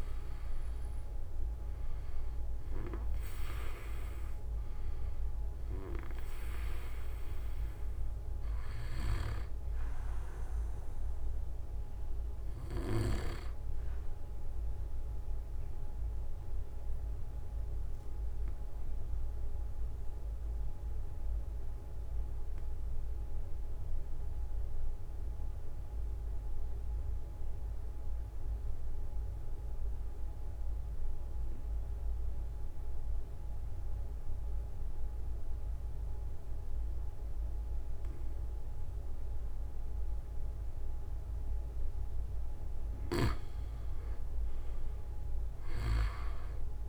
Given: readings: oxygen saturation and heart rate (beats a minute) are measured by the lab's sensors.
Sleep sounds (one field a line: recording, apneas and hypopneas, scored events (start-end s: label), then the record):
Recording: breathing in sleep by a room microphone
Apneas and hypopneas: 1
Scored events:
0.00-3.50 s: arousal
2.00-12.00 s: oxygen desaturation (device-marked, oxygen 97% before, 93% lowest)
8.50-13.00 s: snoring (device-marked)
15.00-42.00 s: obstructive apnea (oxygen 97% before, 91% lowest)
27.50-29.50 s: long interval between heartbeats (device-marked)
32.50-34.50 s: long interval between heartbeats (device-marked)
39.00-41.00 s: long interval between heartbeats (device-marked, heart rate 31 before, 38 extreme)
42.50-44.50 s: long interval between heartbeats (device-marked, heart rate 34 before, 38 extreme)
45.00-46.89 s: arousal
From the record:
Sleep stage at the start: N2 (light sleep)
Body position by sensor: on the back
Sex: male